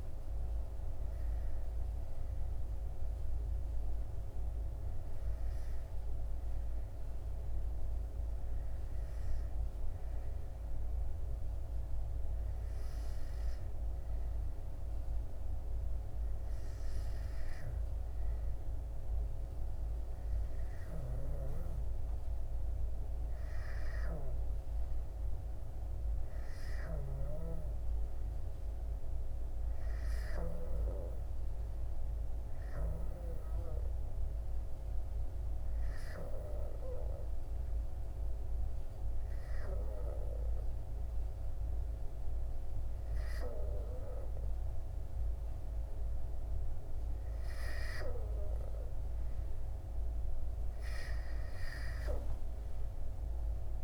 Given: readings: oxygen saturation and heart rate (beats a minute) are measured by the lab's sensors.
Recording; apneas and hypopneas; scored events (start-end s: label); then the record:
breathing in sleep by a room microphone; 1
4.00-23.00 s: hypopnea (oxygen 99% before, 90% lowest, heart rate 69 before, 65 extreme, up 9 after)
21.00-53.84 s: oxygen desaturation (device-marked, oxygen 98% before, 90% lowest, heart rate 66 before, 65 extreme)
25.00-28.00 s: arousal
From the record:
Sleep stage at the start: N2 (light sleep); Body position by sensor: on the back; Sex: male